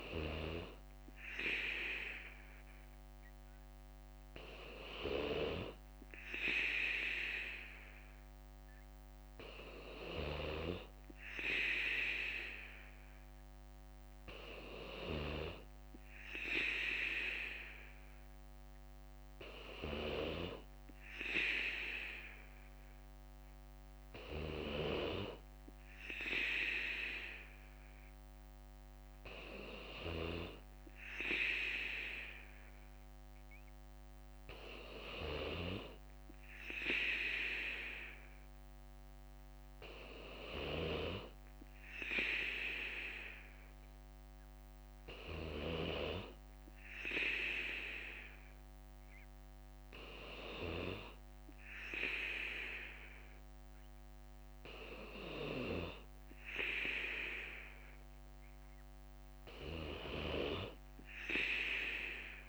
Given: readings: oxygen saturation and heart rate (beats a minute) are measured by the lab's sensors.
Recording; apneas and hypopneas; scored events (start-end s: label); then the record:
breathing in sleep by a microphone on the trachea; none
0.00-2.00 s: bradycardia (device-marked, heart rate 57 extreme)
15.00-26.00 s: bradycardia (device-marked, heart rate 59 before, 58 extreme)
38.00-62.49 s: new sleep stage, N3 (deep sleep)
39.00-43.00 s: bradycardia (device-marked, heart rate 59 before, 59 extreme)
44.00-57.00 s: bradycardia (device-marked, heart rate 59 before, 58 extreme)
From the record:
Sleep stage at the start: N2 (light sleep); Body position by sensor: on the right side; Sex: male